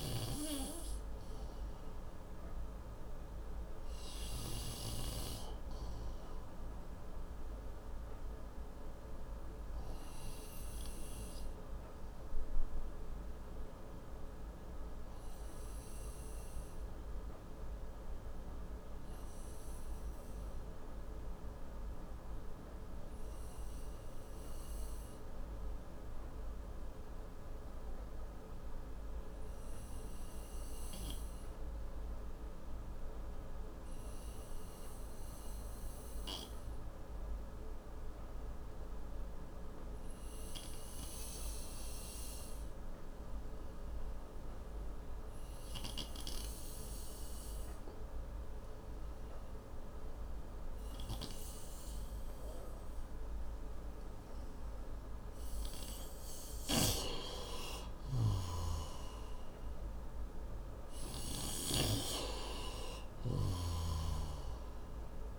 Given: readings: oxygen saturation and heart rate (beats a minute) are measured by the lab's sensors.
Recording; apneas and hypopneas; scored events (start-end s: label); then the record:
breathing in sleep by a room microphone; 1
6.50-25.50 s: oxygen desaturation (device-marked, oxygen 94% before, 90% lowest, heart rate 116 before, 83 extreme)
16.00-43.00 s: obstructive apnea (oxygen 95% before, 89% lowest, heart rate 91 before, 77 extreme)
51.00-55.00 s: arousal
56.00-61.50 s: snoring (device-marked)
From the record:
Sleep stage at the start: N2 (light sleep); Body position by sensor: on the right side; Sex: male